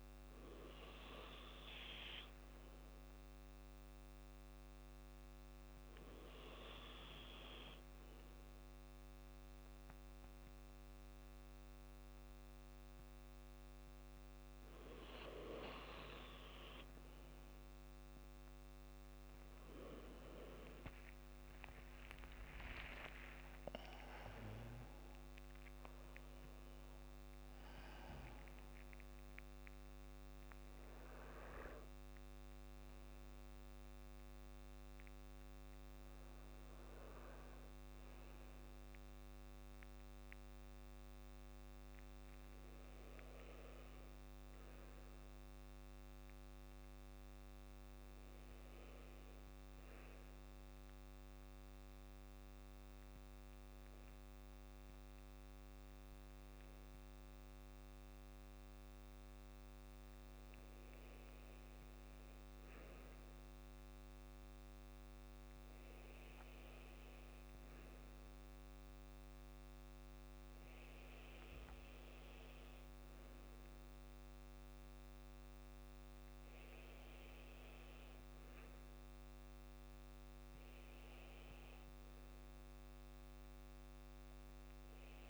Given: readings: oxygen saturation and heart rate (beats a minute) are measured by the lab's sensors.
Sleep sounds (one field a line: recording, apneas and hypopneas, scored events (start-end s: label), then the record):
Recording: breathing in sleep by a microphone on the trachea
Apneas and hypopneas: 2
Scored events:
3.50-14.50 s: hypopnea (oxygen 96% before, 93% lowest, heart rate 57 before, 51 extreme, up 28 after)
7.50-9.50 s: long interval between heartbeats (device-marked, heart rate 56 before, 61 extreme)
15.50-17.50 s: long interval between heartbeats (device-marked, heart rate 58 before, 73 extreme)
20.50-26.50 s: arousal
22.00-24.00 s: long interval between heartbeats (device-marked, heart rate 64 before, 80 extreme)
50.00-60.00 s: hypopnea (oxygen 95% before, 93% lowest, heart rate 56 before, 51 extreme, up 1 after)
64.00-68.00 s: arousal
From the record:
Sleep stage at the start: N2 (light sleep)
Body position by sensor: on the back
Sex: male